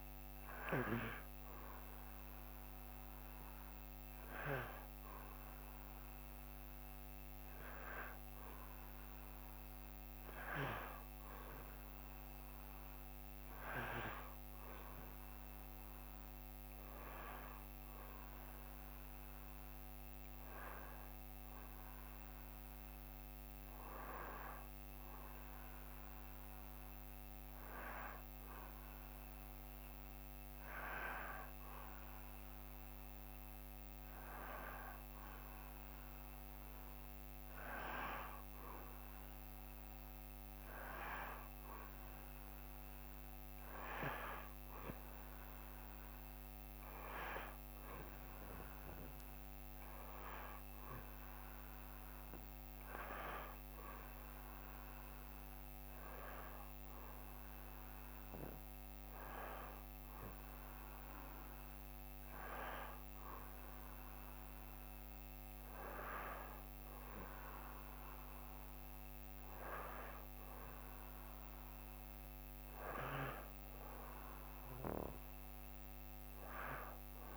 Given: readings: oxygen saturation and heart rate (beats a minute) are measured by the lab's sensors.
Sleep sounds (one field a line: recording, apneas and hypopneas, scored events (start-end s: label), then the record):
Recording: breathing in sleep by a microphone on the trachea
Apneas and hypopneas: 1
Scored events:
12.50-16.50 s: arousal
23.00-40.00 s: hypopnea (oxygen 93% before, 89% lowest, heart rate 69 before, 68 extreme, up 1 after)
42.50-46.50 s: arousal
From the record:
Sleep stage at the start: N1 (lightest sleep)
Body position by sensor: on the back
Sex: male